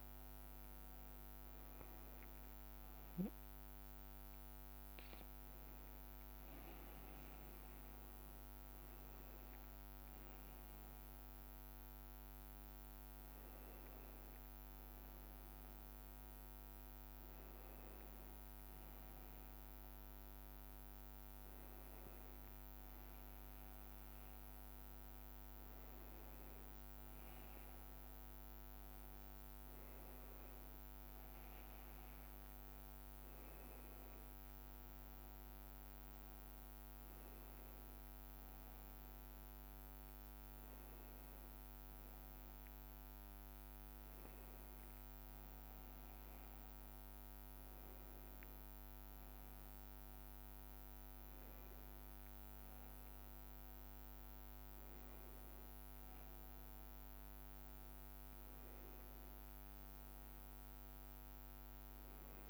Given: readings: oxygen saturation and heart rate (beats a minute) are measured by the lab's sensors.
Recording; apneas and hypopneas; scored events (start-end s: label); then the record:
breathing in sleep, hard to hear, by a microphone on the trachea; none
5.50-7.50 s: long interval between heartbeats (device-marked, heart rate 99 before, 108 extreme)
34.50-62.49 s: new sleep stage, N2 (light sleep)
61.00-62.49 s: long interval between heartbeats (device-marked, heart rate 100 before, 100 extreme)
From the record:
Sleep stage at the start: N1 (lightest sleep); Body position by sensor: upright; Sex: male